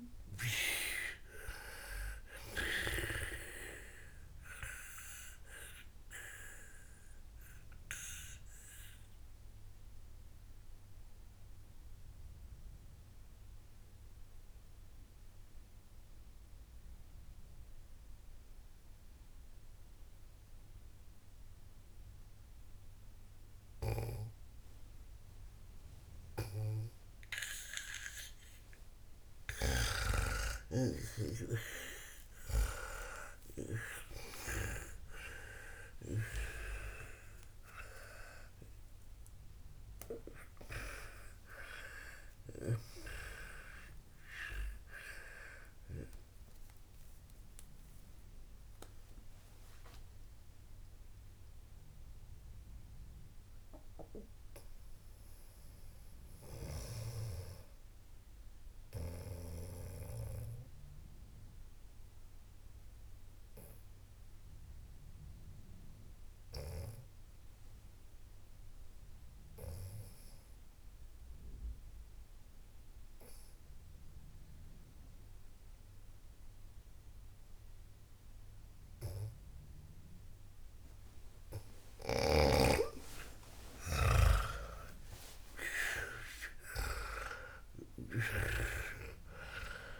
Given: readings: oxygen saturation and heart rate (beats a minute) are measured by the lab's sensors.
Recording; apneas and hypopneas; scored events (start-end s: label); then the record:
breathing in sleep by a room microphone; 2
0.00-1.00 s: snoring (device-marked)
0.00-20.00 s: oxygen desaturation (device-marked, oxygen 89% lowest, heart rate 58 extreme)
5.00-27.50 s: obstructive apnea (oxygen 96% before, 89% lowest, heart rate 89 before, 58 extreme)
24.50-33.50 s: snoring (device-marked)
32.00-37.50 s: arousal
40.00-51.00 s: oxygen desaturation (device-marked, oxygen 97% before, 94% lowest, heart rate 94 before, 60 extreme)
50.00-81.00 s: obstructive apnea (oxygen 99% before, 90% lowest, heart rate 111 before, 60 extreme, up 18 after)
78.00-89.99 s: oxygen desaturation (device-marked, oxygen 98% before, 90% lowest, heart rate 64 before, 57 extreme)
82.50-89.99 s: snoring (device-marked)
83.50-87.50 s: arousal
From the record:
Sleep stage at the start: N2 (light sleep); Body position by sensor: on the back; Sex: female